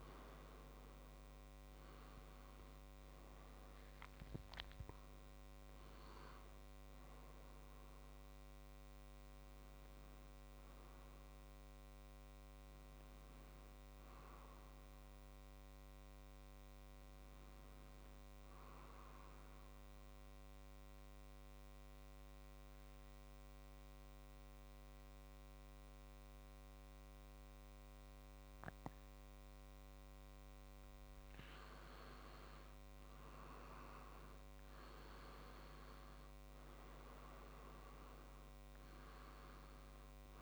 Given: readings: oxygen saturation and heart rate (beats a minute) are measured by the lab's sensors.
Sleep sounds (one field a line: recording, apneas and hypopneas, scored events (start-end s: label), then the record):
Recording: breathing in sleep, hard to hear, by a microphone on the trachea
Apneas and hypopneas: 1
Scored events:
13.00-17.00 s: arousal
19.50-30.50 s: obstructive apnea (oxygen 97% before, 92% lowest, heart rate 61 before, 58 extreme, up 4 after)
32.50-36.00 s: arousal
35.00-40.42 s: oxygen desaturation (device-marked, oxygen 97% before, 92% lowest, heart rate 59 before, 60 extreme)
From the record:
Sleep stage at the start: N2 (light sleep)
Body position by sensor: on the back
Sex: male